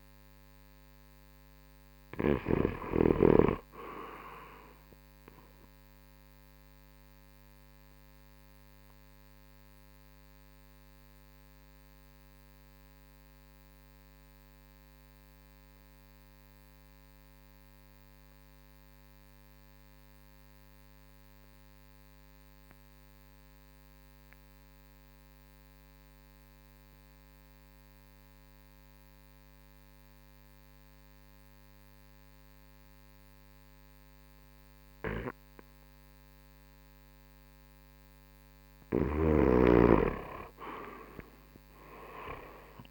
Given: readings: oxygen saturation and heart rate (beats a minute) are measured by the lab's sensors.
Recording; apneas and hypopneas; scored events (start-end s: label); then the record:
breathing in sleep by a microphone on the trachea; 1
0.00-1.00 s: oxygen desaturation (device-marked, oxygen 76% lowest, heart rate 56 extreme)
4.50-38.50 s: mixed apnea (oxygen 97% before, 73% lowest, heart rate 72 before, 56 extreme, up 26 after)
13.00-28.00 s: oxygen desaturation (device-marked, oxygen 97% before, 89% lowest, heart rate 69 before, 56 extreme)
37.00-42.91 s: oxygen desaturation (device-marked, oxygen 94% before, 73% lowest, heart rate 58 before, 56 extreme)
39.00-42.91 s: snoring (device-marked)
40.50-42.91 s: arousal
From the record:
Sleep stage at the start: REM sleep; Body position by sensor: on the right side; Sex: male